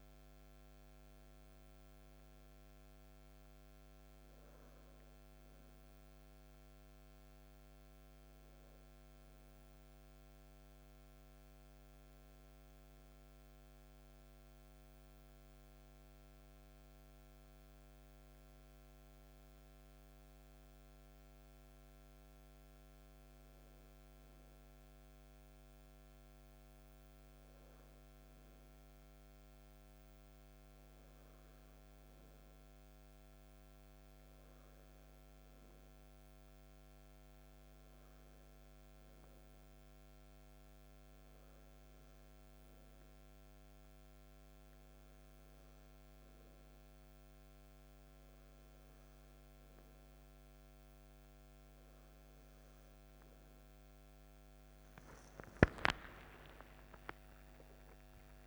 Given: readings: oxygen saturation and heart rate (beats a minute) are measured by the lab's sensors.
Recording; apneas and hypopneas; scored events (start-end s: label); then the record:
breathing in sleep, hard to hear, by a microphone on the trachea; 1
18.50-52.50 s: hypopnea (oxygen 97% before, 94% lowest, heart rate 56 before, 56 extreme, up 11 after)
55.50-58.47 s: arousal
From the record:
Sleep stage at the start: N2 (light sleep); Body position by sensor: on the back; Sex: male